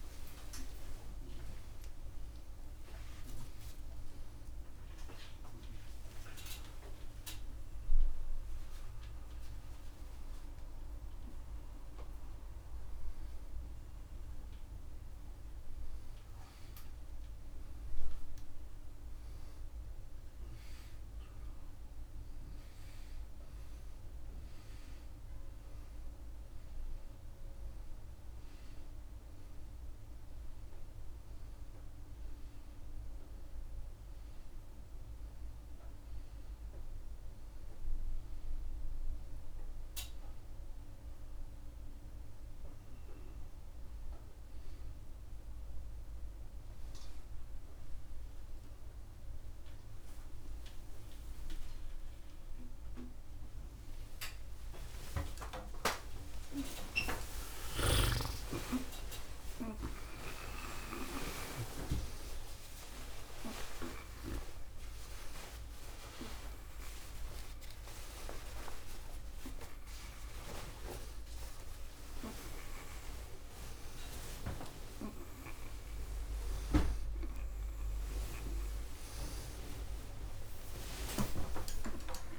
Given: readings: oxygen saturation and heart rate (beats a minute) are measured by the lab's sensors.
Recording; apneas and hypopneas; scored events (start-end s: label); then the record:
a person awake in a sleep study, by a room microphone; none
58.00-64.00 s: oxygen desaturation (device-marked, oxygen 94% before, 90% lowest)
From the record:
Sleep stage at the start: awake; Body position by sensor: upright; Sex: male